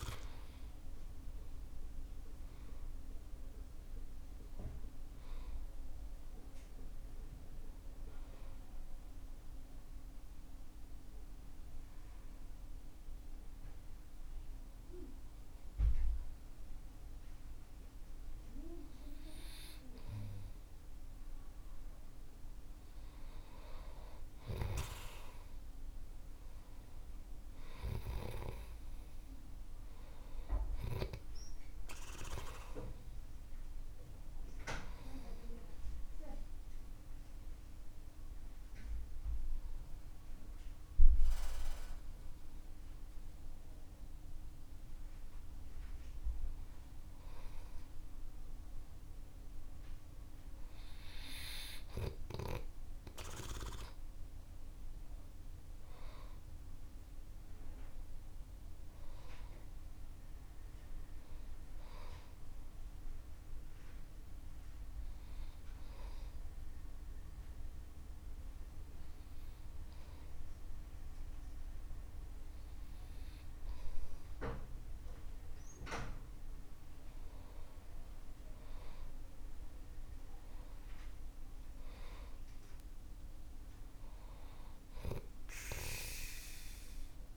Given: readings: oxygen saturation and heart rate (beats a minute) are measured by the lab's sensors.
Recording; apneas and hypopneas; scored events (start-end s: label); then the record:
breathing in sleep by a room microphone; 3
0.00-1.00 s: arousal
8.50-20.00 s: obstructive apnea (oxygen 95% before, 91% lowest, heart rate 56 before, 49 extreme, up 6 after)
21.50-26.50 s: arousal
22.00-30.00 s: oxygen desaturation (device-marked, oxygen 95% before, 91% lowest, heart rate 54 before, 49 extreme)
28.00-31.50 s: snoring (device-marked)
36.50-50.00 s: hypopnea (oxygen 96% before, 92% lowest, heart rate 54 before, 49 extreme, up 10 after)
50.00-60.00 s: oxygen desaturation (device-marked, oxygen 96% before, 92% lowest, heart rate 52 before, 51 extreme)
52.50-57.50 s: arousal
64.50-76.00 s: hypopnea (oxygen 96% before, 93% lowest, heart rate 55 before, 51 extreme, up 7 after)
77.50-81.50 s: arousal
From the record:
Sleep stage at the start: N2 (light sleep); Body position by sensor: on the right side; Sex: male